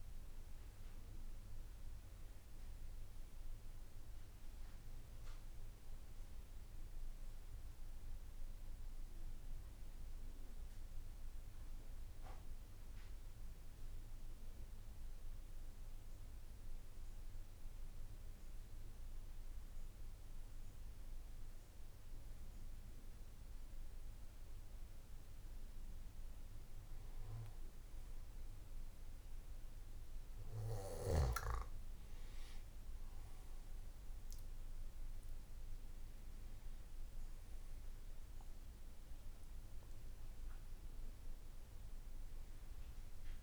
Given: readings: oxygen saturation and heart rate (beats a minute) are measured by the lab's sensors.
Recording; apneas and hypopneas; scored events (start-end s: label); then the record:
breathing in sleep, hard to hear, by a room microphone; 1
0.00-3.50 s: oxygen desaturation (device-marked, oxygen 87% lowest, heart rate 54 extreme)
14.50-26.50 s: mixed apnea (oxygen 99% before, 93% lowest, heart rate 63 before, 54 extreme, up 4 after)
32.50-43.43 s: oxygen desaturation (device-marked, oxygen 98% before, 93% lowest, heart rate 57 before, 54 extreme)
From the record:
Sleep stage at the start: N1 (lightest sleep); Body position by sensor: on the back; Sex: male